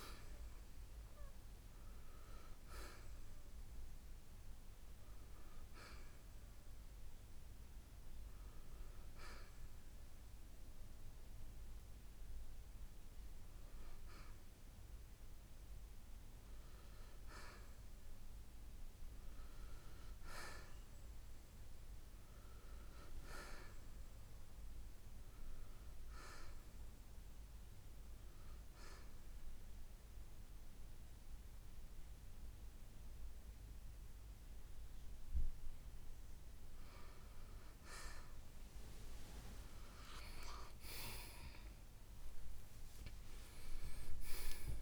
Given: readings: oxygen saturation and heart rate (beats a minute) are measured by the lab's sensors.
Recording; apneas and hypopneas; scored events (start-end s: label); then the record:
breathing in sleep by a room microphone; none
0.00-8.00 s: oxygen desaturation (device-marked, oxygen 86% lowest, heart rate 63 extreme)
20.00-44.82 s: new sleep stage, N1 (lightest sleep)
33.00-44.82 s: oxygen desaturation (device-marked, oxygen 93% before, 89% lowest, heart rate 67 before, 64 extreme)
40.50-44.50 s: arousal
From the record:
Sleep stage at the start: N2 (light sleep); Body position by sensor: on the right side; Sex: male